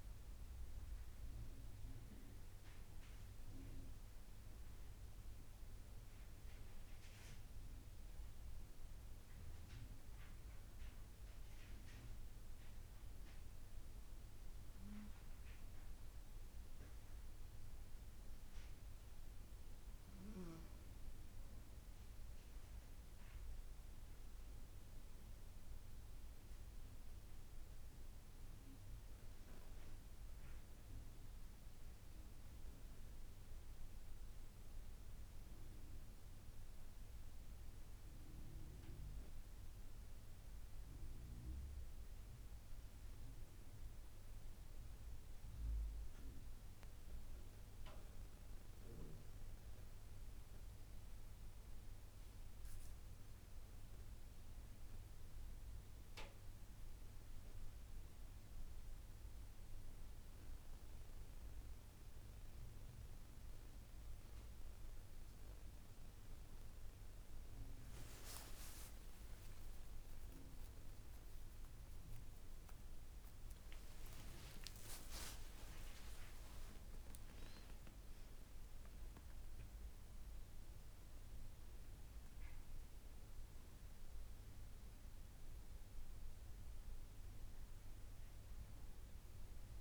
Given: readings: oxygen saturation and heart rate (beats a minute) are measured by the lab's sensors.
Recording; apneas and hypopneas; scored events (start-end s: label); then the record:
breathing in sleep by a room microphone; none
67.50-74.50 s: arousal
68.00-70.00 s: long interval between heartbeats (device-marked)
From the record:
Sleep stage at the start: N2 (light sleep); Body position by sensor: on the right side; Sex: female